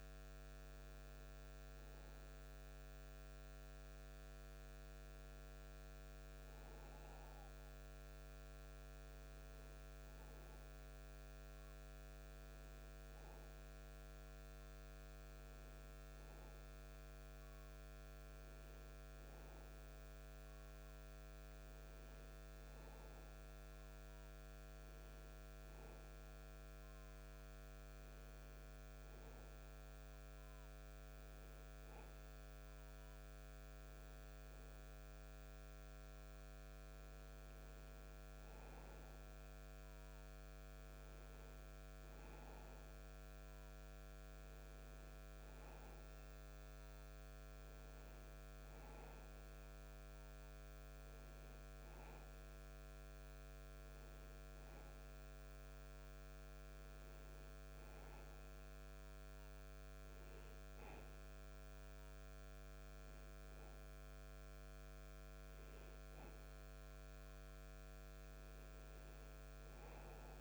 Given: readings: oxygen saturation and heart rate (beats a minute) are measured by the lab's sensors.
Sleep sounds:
breathing in sleep, hard to hear, by a microphone on the trachea; none
none scored
From the record:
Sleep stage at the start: N2 (light sleep); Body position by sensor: on the back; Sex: male

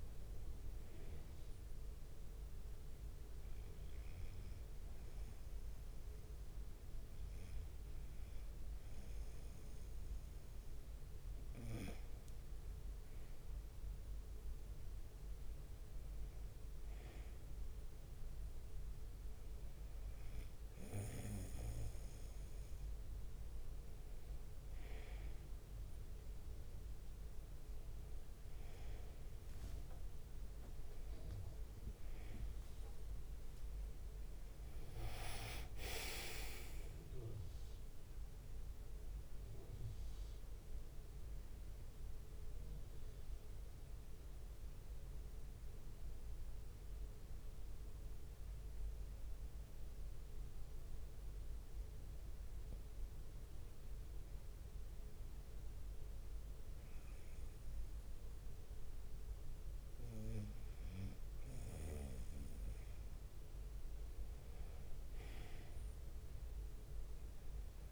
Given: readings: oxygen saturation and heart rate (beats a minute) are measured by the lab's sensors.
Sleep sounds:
breathing in sleep by a room microphone; 1
29.50-31.50 s: long interval between heartbeats (device-marked, heart rate 67 before, 74 extreme)
30.50-36.00 s: arousal
35.00-38.50 s: leg movement (device-marked)
35.00-50.00 s: drop in pulse transit time (device-marked, heart rate 71 before, 67 extreme)
45.00-60.00 s: hypopnea (oxygen 93% before, 92% lowest, heart rate 73 before, 66 extreme, up 2 after)
50.00-67.92 s: new sleep stage, N2 (light sleep)
62.00-67.00 s: arousal
From the record:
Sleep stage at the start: N1 (lightest sleep); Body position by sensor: on the right side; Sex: male

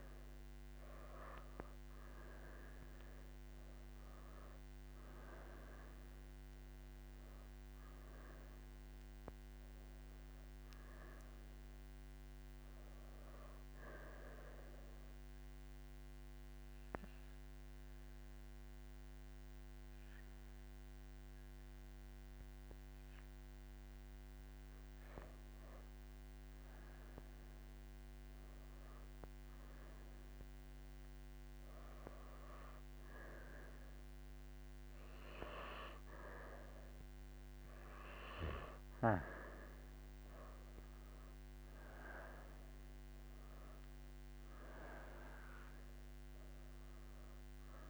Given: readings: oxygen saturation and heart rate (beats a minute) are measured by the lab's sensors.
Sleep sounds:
breathing in sleep by a microphone on the trachea; 1
7.50-19.50 s: oxygen desaturation (device-marked, oxygen 97% before, 94% lowest)
14.50-25.50 s: obstructive apnea (oxygen 97% before, 94% lowest)
19.50-47.90 s: new sleep stage, N2 (light sleep)
From the record:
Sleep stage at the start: N1 (lightest sleep); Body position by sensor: on the right side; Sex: female

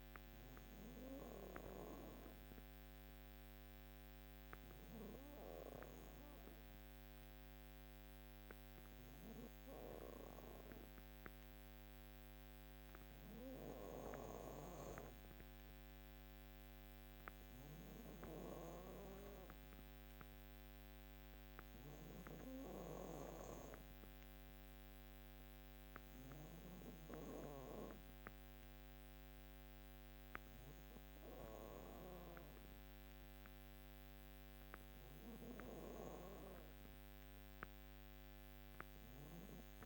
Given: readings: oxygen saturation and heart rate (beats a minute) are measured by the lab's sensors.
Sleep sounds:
breathing in sleep by a microphone on the trachea; none
17.00-26.50 s: snoring (device-marked)
From the record:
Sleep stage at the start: N2 (light sleep); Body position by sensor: on the back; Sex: female

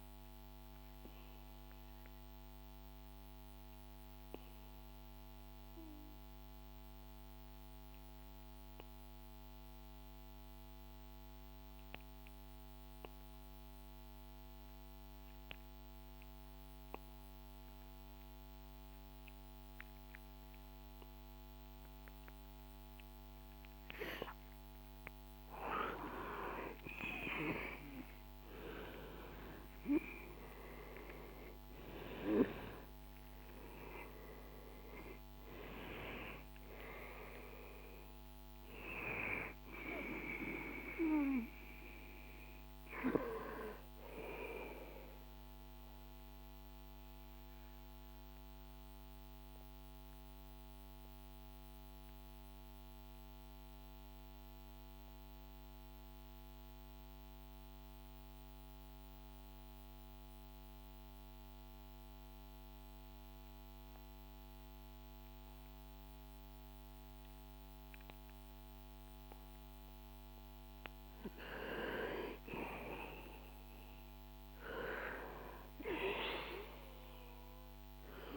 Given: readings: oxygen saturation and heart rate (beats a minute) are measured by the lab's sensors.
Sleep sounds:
breathing in sleep by a microphone on the trachea; 2
0.00-15.50 s: oxygen desaturation (device-marked, oxygen 93% lowest, heart rate 61 extreme)
0.50-22.50 s: obstructive apnea (oxygen 98% before, 93% lowest, heart rate 66 before, 61 extreme, up 6 after)
28.50-33.50 s: arousal
46.50-69.00 s: mixed apnea (oxygen 97% before, 93% lowest, heart rate 73 before, 60 extreme, up 6 after)
71.00-75.00 s: arousal
75.50-78.37 s: oxygen desaturation (device-marked, oxygen 98% before, 93% lowest, heart rate 62 before, 62 extreme)
From the record:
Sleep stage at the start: N2 (light sleep); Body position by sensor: on the back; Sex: male

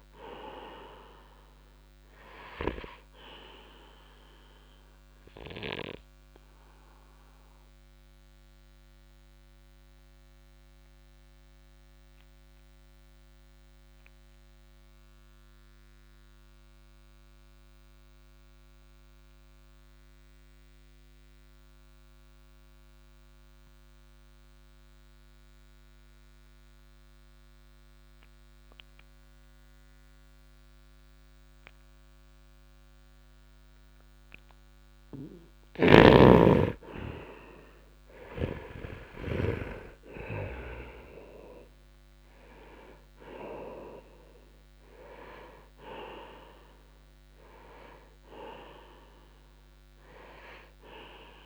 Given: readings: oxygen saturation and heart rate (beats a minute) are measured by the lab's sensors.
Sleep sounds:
breathing in sleep by a microphone on the trachea; 1
0.00-20.50 s: oxygen desaturation (device-marked, oxygen 87% lowest, heart rate 54 extreme)
4.00-34.50 s: obstructive apnea (oxygen 97% before, 84% lowest, heart rate 61 before, 54 extreme, up 1 after)
35.50-39.50 s: snoring (device-marked)
35.50-51.45 s: oxygen desaturation (device-marked, oxygen 98% before, 84% lowest, heart rate 63 before, 52 extreme)
37.00-40.00 s: arousal
From the record:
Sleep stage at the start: N2 (light sleep); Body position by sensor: on the right side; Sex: male

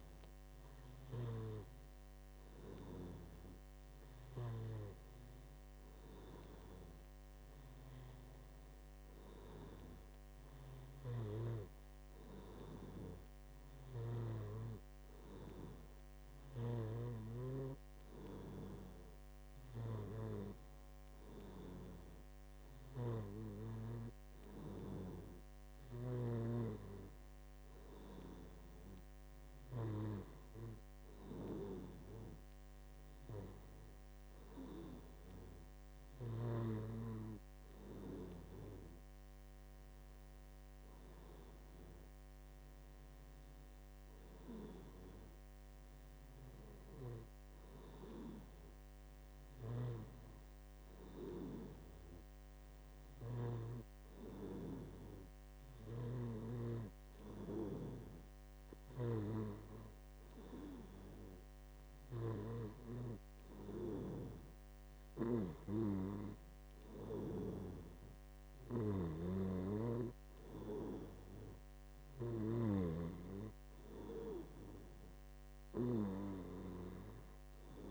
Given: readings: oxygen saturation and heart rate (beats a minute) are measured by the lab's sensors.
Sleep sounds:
breathing in sleep by a microphone on the trachea; none
none scored
From the record:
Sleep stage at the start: N2 (light sleep); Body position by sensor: on the back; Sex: male

